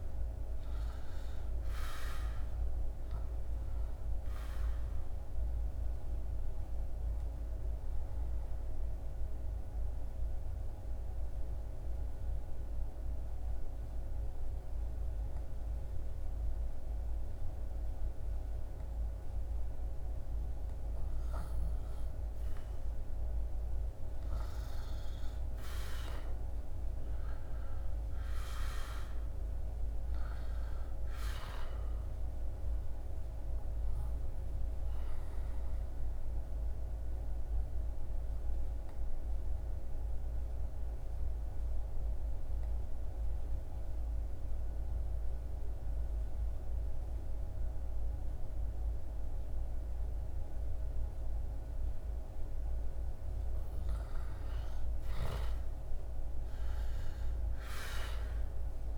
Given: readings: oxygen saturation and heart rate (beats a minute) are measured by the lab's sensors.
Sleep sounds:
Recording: breathing in sleep, hard to hear, by a room microphone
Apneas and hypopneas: 2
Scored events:
0.00-17.50 s: oxygen desaturation (device-marked, oxygen 93% lowest, heart rate 68 extreme)
2.50-21.00 s: obstructive apnea (oxygen 97% before, 92% lowest, heart rate 73 before, 68 extreme, up 11 after)
22.50-26.50 s: arousal
28.50-48.50 s: oxygen desaturation (device-marked, oxygen 98% before, 94% lowest, heart rate 72 before, 68 extreme)
31.50-51.00 s: obstructive apnea (oxygen 98% before, 92% lowest, heart rate 73 before, 68 extreme, up 11 after)
53.00-57.50 s: arousal
55.50-58.98 s: oxygen desaturation (device-marked, oxygen 98% before, 92% lowest, heart rate 72 before, 67 extreme)
From the record:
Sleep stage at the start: N2 (light sleep)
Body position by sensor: on the back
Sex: male

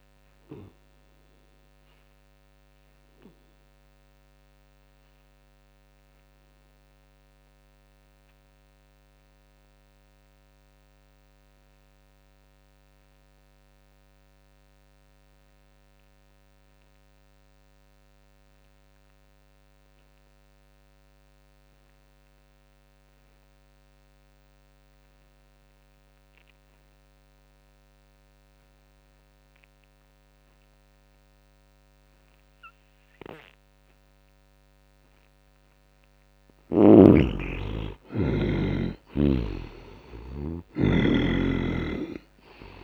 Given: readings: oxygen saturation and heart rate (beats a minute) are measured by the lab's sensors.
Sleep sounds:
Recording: breathing in sleep by a microphone on the trachea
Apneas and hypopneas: 1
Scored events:
0.00-13.50 s: oxygen desaturation (device-marked, oxygen 68% lowest, heart rate 57 extreme)
0.50-34.00 s: obstructive apnea (oxygen 98% before, 68% lowest, heart rate 71 before, 57 extreme, up 15 after)
18.50-42.84 s: oxygen desaturation (device-marked, oxygen 98% before, 68% lowest, heart rate 80 before, 57 extreme)
34.50-38.00 s: arousal
41.00-42.84 s: snoring (device-marked)
From the record:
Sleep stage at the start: N2 (light sleep)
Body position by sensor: on the back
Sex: male

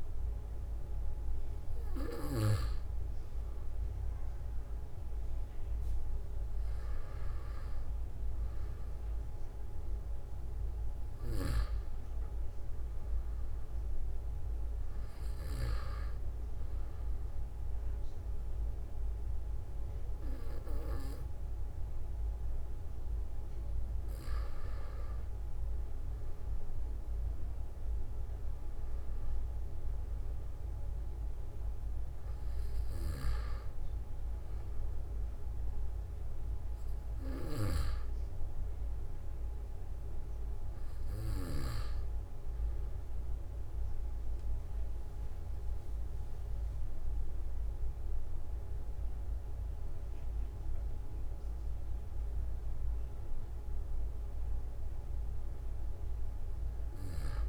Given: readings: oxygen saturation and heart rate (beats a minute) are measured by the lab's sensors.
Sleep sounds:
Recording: breathing in sleep by a room microphone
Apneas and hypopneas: none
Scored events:
23.50-25.50 s: long interval between heartbeats (device-marked, heart rate 48 before, 56 extreme)
46.00-50.00 s: arousal
From the record:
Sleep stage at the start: N2 (light sleep)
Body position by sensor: on the back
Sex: male

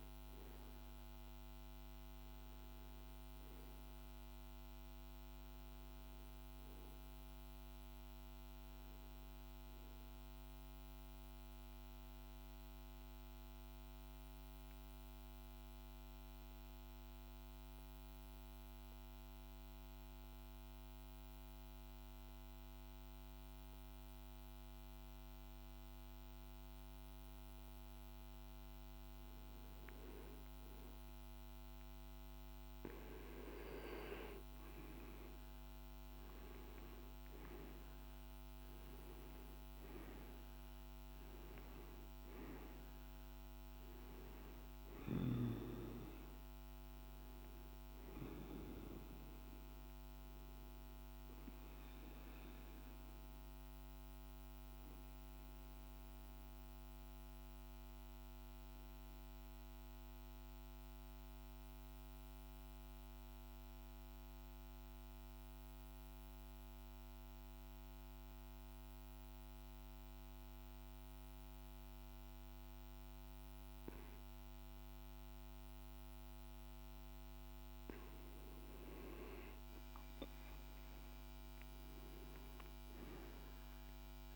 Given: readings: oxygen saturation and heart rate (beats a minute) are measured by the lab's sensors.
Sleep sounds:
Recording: breathing in sleep by a microphone on the trachea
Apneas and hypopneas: 2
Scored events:
0.00-14.50 s: oxygen desaturation (device-marked, oxygen 92% lowest, heart rate 50 extreme)
12.50-31.00 s: mixed apnea (oxygen 96% before, 90% lowest, heart rate 55 before, 50 extreme, up 5 after)
18.50-84.36 s: new sleep stage, N2 (light sleep)
31.50-55.50 s: oxygen desaturation (device-marked, oxygen 97% before, 91% lowest, heart rate 51 before, 51 extreme)
33.50-37.00 s: arousal
53.00-76.50 s: mixed apnea (oxygen 97% before, 90% lowest, heart rate 54 before, 51 extreme, up 2 after)
76.50-84.36 s: oxygen desaturation (device-marked, oxygen 98% before, 90% lowest, heart rate 52 before, 49 extreme)
79.50-84.36 s: arousal
From the record:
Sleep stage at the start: N1 (lightest sleep)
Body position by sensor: on the right side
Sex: male

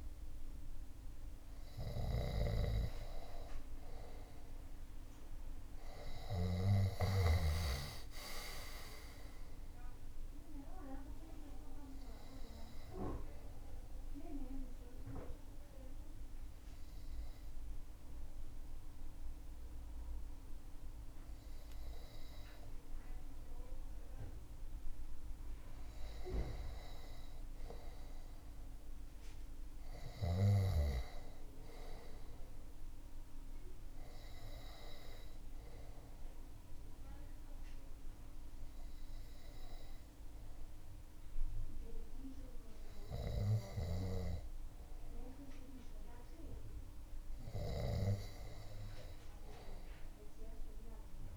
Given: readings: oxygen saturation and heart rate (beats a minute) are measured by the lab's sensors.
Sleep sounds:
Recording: breathing in sleep by a room microphone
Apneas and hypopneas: 1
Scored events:
6.50-10.00 s: arousal
12.50-26.00 s: obstructive apnea (oxygen 98% before, 95% lowest)
29.50-33.00 s: arousal
From the record:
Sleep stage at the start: N2 (light sleep)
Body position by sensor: on the left side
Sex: male

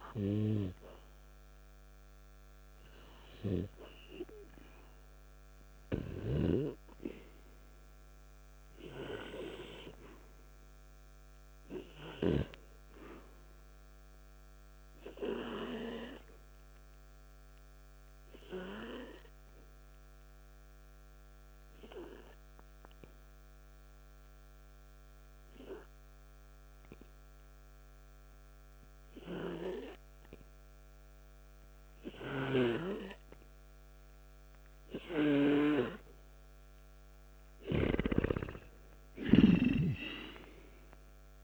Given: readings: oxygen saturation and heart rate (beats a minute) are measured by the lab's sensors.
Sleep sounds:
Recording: breathing in sleep by a microphone on the trachea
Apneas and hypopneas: 1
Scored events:
12.50-23.50 s: oxygen desaturation (device-marked, oxygen 95% before, 91% lowest, heart rate 58 before, 55 extreme)
15.50-36.50 s: obstructive apnea (oxygen 95% before, 86% lowest, heart rate 59 before, 55 extreme, up 0 after)
39.00-41.44 s: arousal
From the record:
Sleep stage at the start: N2 (light sleep)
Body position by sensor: on the back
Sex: male

